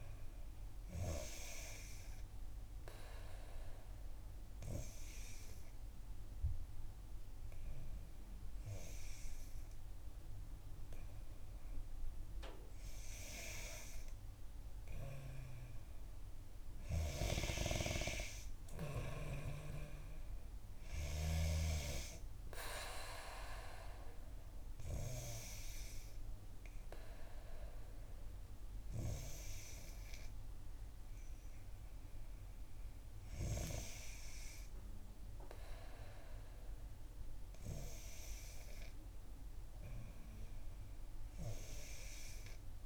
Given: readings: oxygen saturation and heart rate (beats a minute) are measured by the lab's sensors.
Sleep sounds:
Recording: breathing in sleep by a room microphone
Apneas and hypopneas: 1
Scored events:
2.50-14.50 s: obstructive apnea (oxygen 93% before, 89% lowest, heart rate 65 before, 63 extreme, up 0 after)
17.50-21.00 s: arousal
21.50-38.50 s: oxygen desaturation (device-marked, oxygen 92% before, 89% lowest, heart rate 65 before, 61 extreme)
From the record:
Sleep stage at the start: N3 (deep sleep)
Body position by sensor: on the back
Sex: female

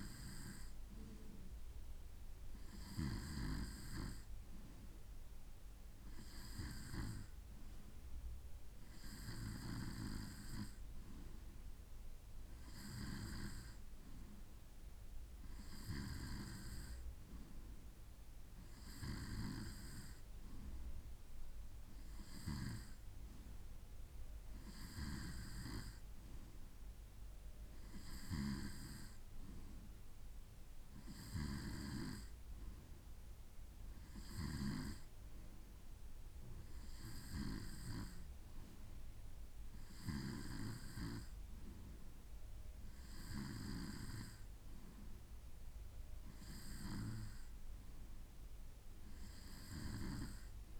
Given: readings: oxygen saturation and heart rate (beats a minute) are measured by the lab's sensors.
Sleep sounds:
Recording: breathing in sleep by a room microphone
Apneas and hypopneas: none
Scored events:
none scored
From the record:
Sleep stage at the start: N2 (light sleep)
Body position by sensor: on the right side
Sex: male

